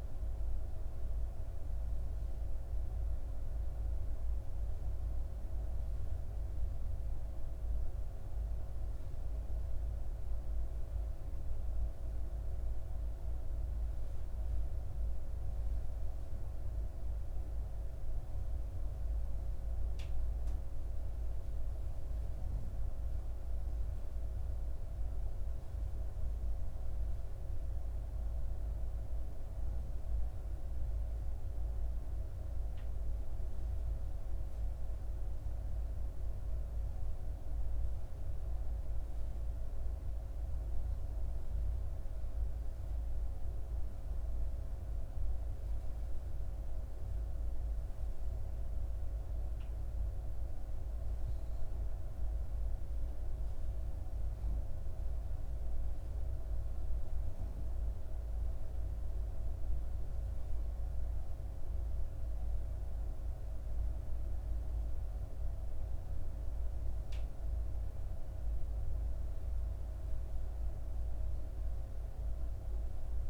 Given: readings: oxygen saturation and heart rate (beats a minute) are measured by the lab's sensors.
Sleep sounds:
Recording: breathing in sleep, hard to hear, by a room microphone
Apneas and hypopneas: none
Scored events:
none scored
From the record:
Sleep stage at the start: N2 (light sleep)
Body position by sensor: on the back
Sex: female

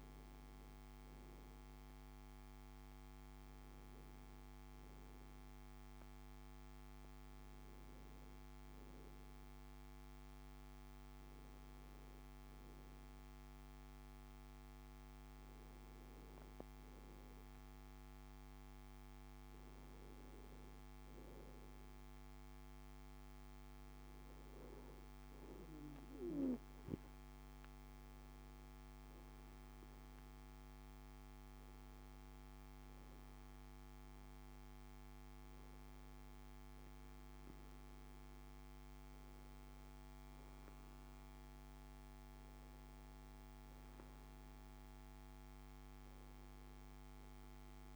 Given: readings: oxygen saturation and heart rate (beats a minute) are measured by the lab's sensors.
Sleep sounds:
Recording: breathing in sleep, hard to hear, by a microphone on the trachea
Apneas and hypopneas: none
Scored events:
none scored
From the record:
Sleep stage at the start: N2 (light sleep)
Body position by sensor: on the back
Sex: male

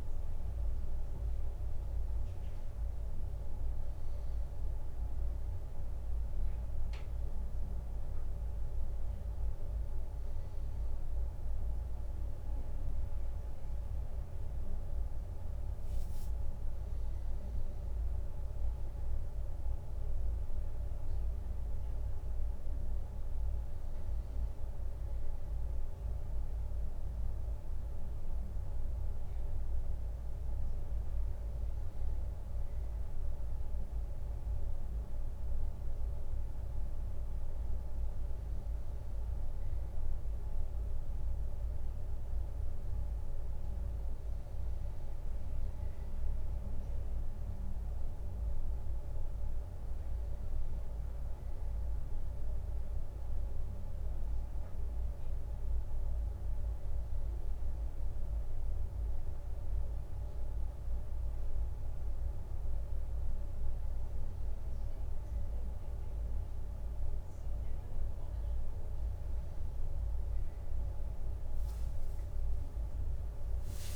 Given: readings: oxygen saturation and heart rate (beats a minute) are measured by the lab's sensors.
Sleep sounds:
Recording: breathing in sleep, hard to hear, by a room microphone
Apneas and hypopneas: none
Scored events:
71.50-73.95 s: leg movement (device-marked)
From the record:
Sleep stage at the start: N1 (lightest sleep)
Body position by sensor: on the right side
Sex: male

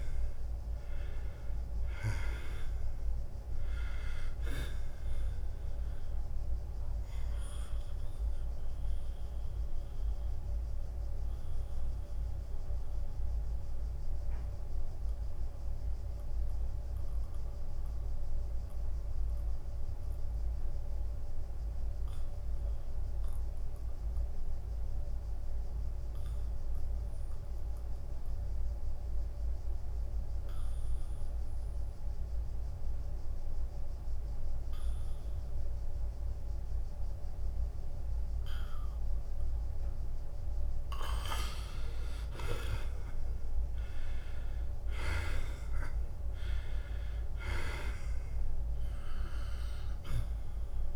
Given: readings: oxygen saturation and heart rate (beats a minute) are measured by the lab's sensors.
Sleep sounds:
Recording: breathing in sleep by a room microphone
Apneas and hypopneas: 1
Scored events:
0.00-2.50 s: arousal
0.00-11.50 s: drop in pulse transit time (device-marked, heart rate 81 extreme)
0.50-29.50 s: oxygen desaturation (device-marked, oxygen 96% before, 79% lowest, heart rate 83 before, 78 extreme)
9.00-41.00 s: mixed apnea (oxygen 99% before, 79% lowest, heart rate 85 before, 77 extreme, up 5 after)
41.50-50.96 s: oxygen desaturation (device-marked, oxygen 97% before, 79% lowest, heart rate 81 before, 76 extreme)
43.50-48.00 s: arousal
44.50-50.96 s: drop in pulse transit time (device-marked, heart rate 81 before, 78 extreme)
From the record:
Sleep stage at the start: N2 (light sleep)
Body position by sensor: on the back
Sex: male

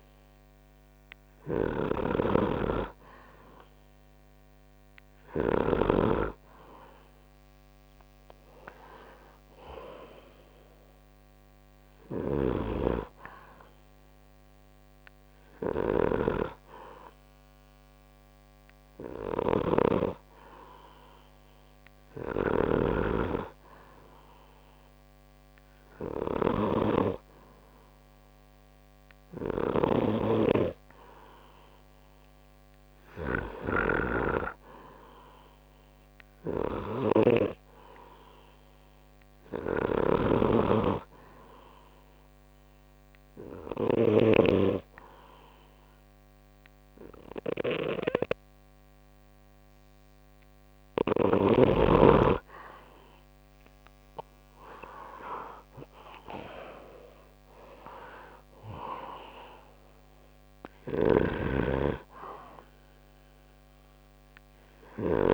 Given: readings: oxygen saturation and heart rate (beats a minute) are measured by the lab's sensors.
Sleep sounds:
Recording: breathing in sleep by a microphone on the trachea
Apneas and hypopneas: 1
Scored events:
0.00-6.00 s: snoring (device-marked)
12.00-51.50 s: snoring (device-marked)
32.50-36.50 s: arousal
41.50-52.50 s: hypopnea (oxygen 95% before, 92% lowest)
54.00-57.00 s: arousal
61.00-65.34 s: snoring (device-marked)
From the record:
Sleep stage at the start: N2 (light sleep)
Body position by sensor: on the right side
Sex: male

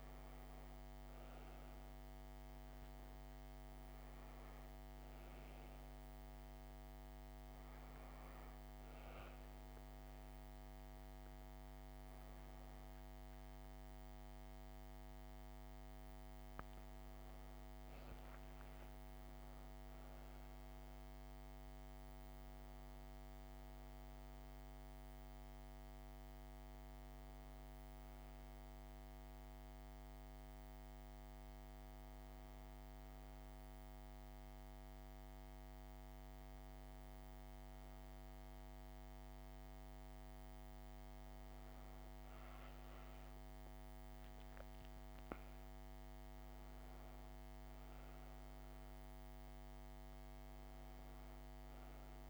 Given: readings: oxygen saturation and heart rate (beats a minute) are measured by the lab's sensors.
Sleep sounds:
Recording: breathing in sleep, hard to hear, by a microphone on the trachea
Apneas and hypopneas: none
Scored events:
13.00-17.50 s: arousal
From the record:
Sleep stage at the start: N1 (lightest sleep)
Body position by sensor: on the back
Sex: female

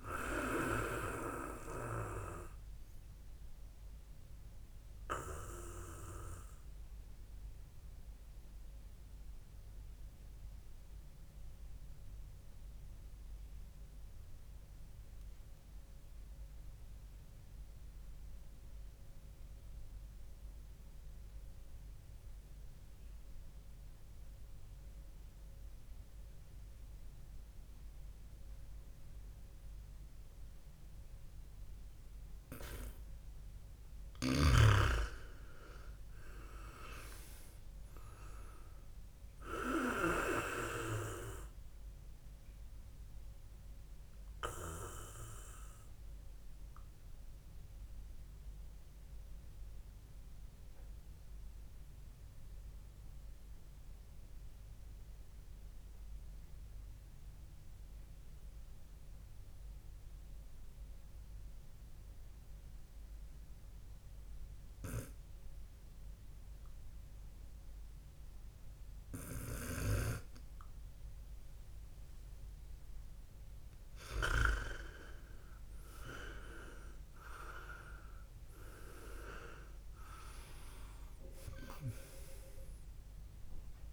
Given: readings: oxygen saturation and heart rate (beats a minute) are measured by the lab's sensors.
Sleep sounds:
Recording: breathing in sleep by a room microphone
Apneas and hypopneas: 2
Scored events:
0.00-10.00 s: oxygen desaturation (device-marked, oxygen 94% lowest, heart rate 60 extreme)
4.00-33.00 s: obstructive apnea (oxygen 99% before, 94% lowest, heart rate 67 before, 59 extreme, up 7 after)
34.00-40.00 s: snoring (device-marked)
35.00-38.50 s: arousal
43.00-72.50 s: obstructive apnea (oxygen 99% before, 95% lowest, heart rate 64 before, 59 extreme, up 0 after)
74.50-79.00 s: arousal
From the record:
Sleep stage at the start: N2 (light sleep)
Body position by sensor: on the back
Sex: male

